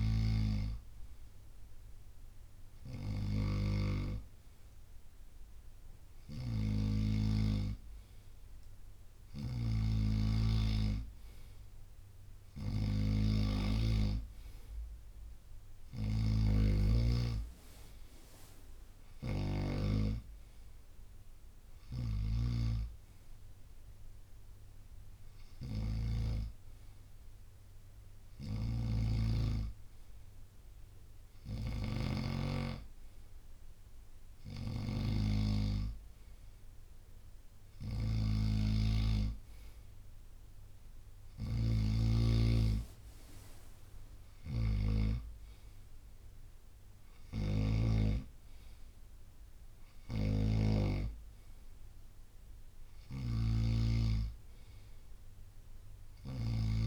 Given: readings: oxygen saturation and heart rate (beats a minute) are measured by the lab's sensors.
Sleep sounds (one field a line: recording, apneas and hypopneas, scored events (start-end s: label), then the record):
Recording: breathing in sleep by a room microphone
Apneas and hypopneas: none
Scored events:
6.50-16.50 s: snoring (device-marked)
25.00-27.00 s: long interval between heartbeats (device-marked, heart rate 69 before, 71 extreme)
28.50-56.50 s: snoring (device-marked)
48.50-52.50 s: bradycardia (device-marked, heart rate 67 before, 59 extreme)
From the record:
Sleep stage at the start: N2 (light sleep)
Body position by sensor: on the right side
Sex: male